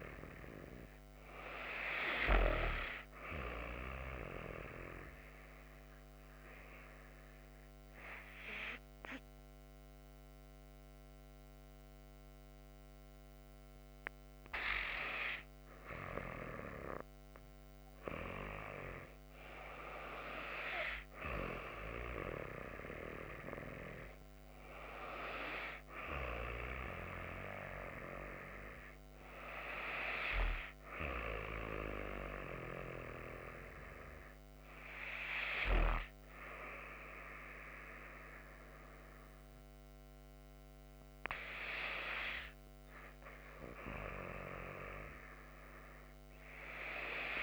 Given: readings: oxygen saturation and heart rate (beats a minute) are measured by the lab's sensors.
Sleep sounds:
breathing in sleep by a microphone on the trachea; 1
4.00-18.00 s: obstructive apnea (oxygen 95% before, 92% lowest)
20.00-23.00 s: arousal
From the record:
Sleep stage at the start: N2 (light sleep); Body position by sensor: on the back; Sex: female

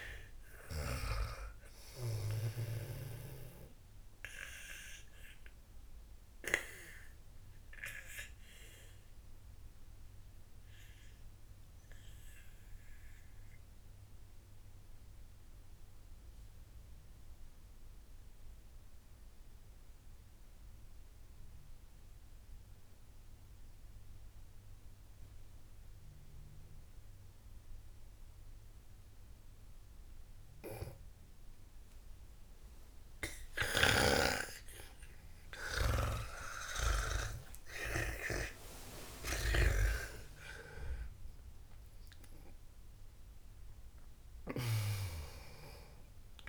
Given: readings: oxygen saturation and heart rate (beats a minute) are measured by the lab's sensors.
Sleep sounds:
breathing in sleep by a room microphone; 1
0.00-3.00 s: snoring (device-marked)
0.00-16.50 s: oxygen desaturation (device-marked, oxygen 92% lowest, heart rate 56 extreme)
4.00-33.50 s: obstructive apnea (oxygen 98% before, 91% lowest, heart rate 72 before, 56 extreme, up 28 after)
34.50-46.49 s: oxygen desaturation (device-marked, oxygen 98% before, 91% lowest, heart rate 68 before, 53 extreme)
35.50-39.00 s: arousal
36.50-46.49 s: snoring (device-marked)
From the record:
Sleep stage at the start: N2 (light sleep); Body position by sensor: on the back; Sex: female

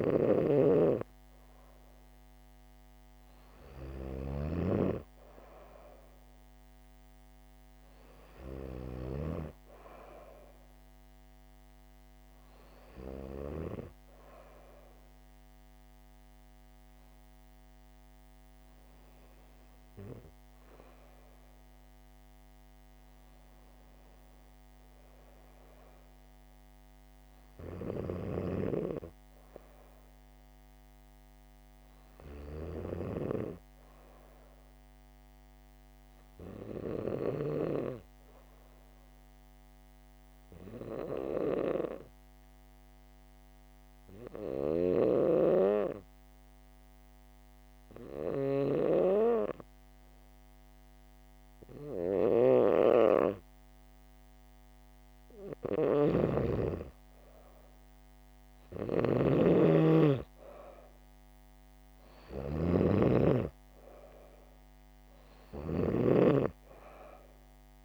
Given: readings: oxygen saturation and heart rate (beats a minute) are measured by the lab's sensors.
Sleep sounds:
breathing in sleep by a microphone on the trachea; 1
0.00-9.50 s: snoring (device-marked)
40.50-57.00 s: hypopnea (oxygen 98% before, 93% lowest, heart rate 77 before, 76 extreme, up 2 after)
56.00-67.85 s: oxygen desaturation (device-marked, oxygen 97% before, 93% lowest, heart rate 77 before, 76 extreme)
56.00-67.85 s: snoring (device-marked)
58.50-62.50 s: arousal
From the record:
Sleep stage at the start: N2 (light sleep); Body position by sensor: on the back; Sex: female

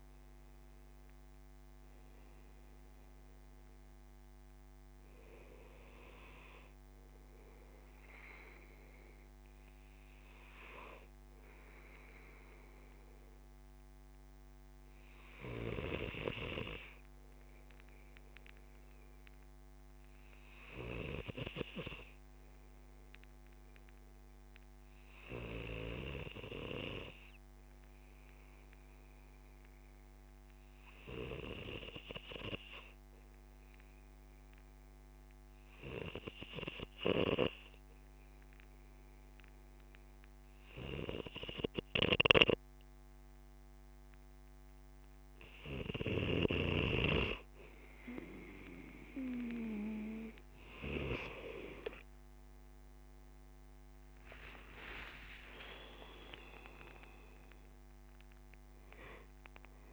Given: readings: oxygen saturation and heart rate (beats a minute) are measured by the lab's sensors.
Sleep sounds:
breathing in sleep by a microphone on the trachea; 1
0.00-12.00 s: oxygen desaturation (device-marked, oxygen 93% lowest, heart rate 69 extreme)
9.50-45.50 s: obstructive apnea (oxygen 97% before, 94% lowest, heart rate 78 before, 68 extreme, up 6 after)
55.50-59.93 s: arousal
From the record:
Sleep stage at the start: N2 (light sleep); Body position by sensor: on the back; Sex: male

